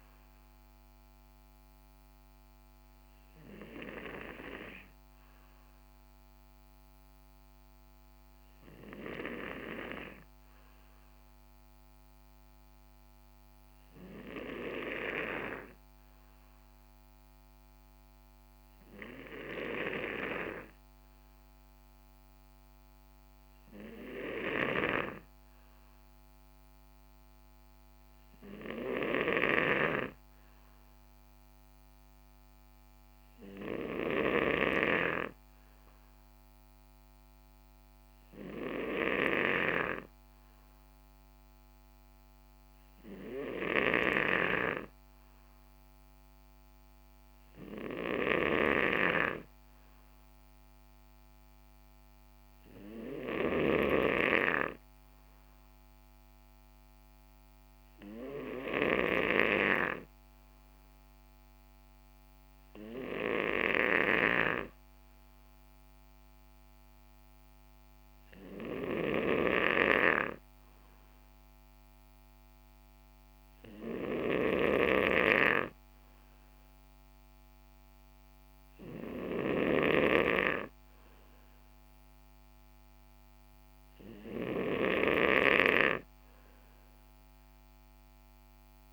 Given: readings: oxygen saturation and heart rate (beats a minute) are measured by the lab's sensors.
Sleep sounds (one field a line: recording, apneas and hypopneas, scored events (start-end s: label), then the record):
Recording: breathing in sleep by a microphone on the trachea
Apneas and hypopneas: none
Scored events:
none scored
From the record:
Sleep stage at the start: N2 (light sleep)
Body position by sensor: on the right side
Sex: male